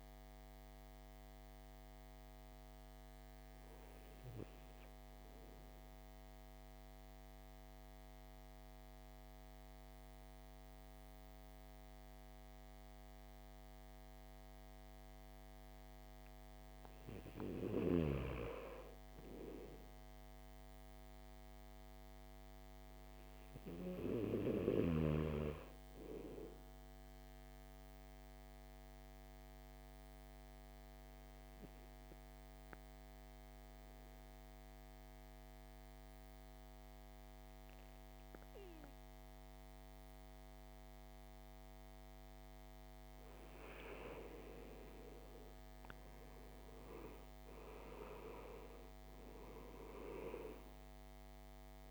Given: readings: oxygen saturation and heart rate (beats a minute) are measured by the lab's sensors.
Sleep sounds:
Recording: breathing in sleep by a microphone on the trachea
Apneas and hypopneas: 2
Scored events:
0.50-22.50 s: oxygen desaturation (device-marked, oxygen 98% before, 87% lowest, heart rate 60 before, 52 extreme)
5.00-16.50 s: mixed apnea (oxygen 99% before, 87% lowest, heart rate 60 before, 52 extreme, up 7 after)
19.00-23.00 s: arousal
27.00-41.00 s: obstructive apnea (oxygen 99% before, 88% lowest, heart rate 55 before, 52 extreme, up 12 after)
33.50-41.50 s: oxygen desaturation (device-marked, oxygen 99% before, 95% lowest, heart rate 55 before, 52 extreme)
46.00-49.50 s: arousal
50.50-51.90 s: oxygen desaturation (device-marked, oxygen 96% before, 88% lowest, heart rate 58 before, 52 extreme)
From the record:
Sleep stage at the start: N2 (light sleep)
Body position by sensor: on the back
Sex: male

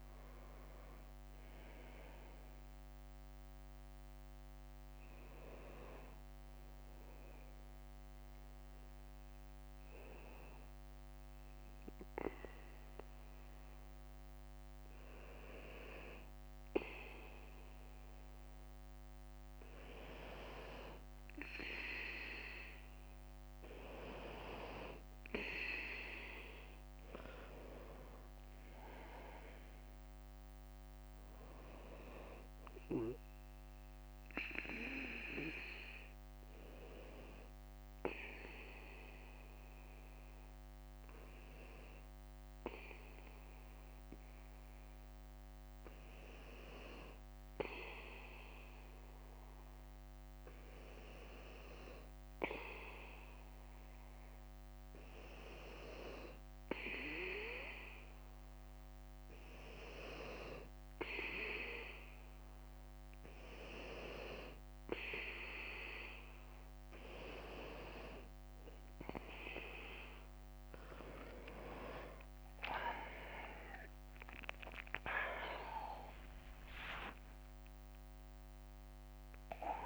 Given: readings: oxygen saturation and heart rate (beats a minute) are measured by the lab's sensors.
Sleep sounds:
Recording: breathing in sleep by a microphone on the trachea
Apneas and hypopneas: 2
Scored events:
0.00-5.00 s: drop in pulse transit time (device-marked, heart rate 59 before, 60 extreme)
3.50-15.00 s: hypopnea (oxygen 95% before, 92% lowest, heart rate 61 before, 56 extreme, up 3 after)
6.00-15.00 s: bradycardia (device-marked, heart rate 65 before, 57 extreme)
22.50-26.00 s: arousal
31.00-42.00 s: oxygen desaturation (device-marked, oxygen 97% before, 93% lowest, heart rate 60 before, 56 extreme)
32.00-55.00 s: bradycardia (device-marked, heart rate 65 before, 56 extreme)
33.50-59.00 s: hypopnea (oxygen 97% before, 92% lowest, heart rate 60 before, 56 extreme, up 4 after)
57.50-62.00 s: leg movement (device-marked)
58.00-70.00 s: oxygen desaturation (device-marked, oxygen 96% before, 92% lowest, heart rate 58 before, 62 extreme)
71.50-75.50 s: arousal
72.00-79.00 s: tachycardia (device-marked, heart rate 64 before, 122 extreme)
73.50-78.00 s: leg movement (device-marked)
75.00-77.00 s: long interval between heartbeats (device-marked, heart rate 63 before, 103 extreme)
75.00-79.86 s: drop in pulse transit time (device-marked, heart rate 63 before, 72 extreme)
From the record:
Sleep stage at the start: N2 (light sleep)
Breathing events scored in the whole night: 122 in 4.0 hours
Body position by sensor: on the right side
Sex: male

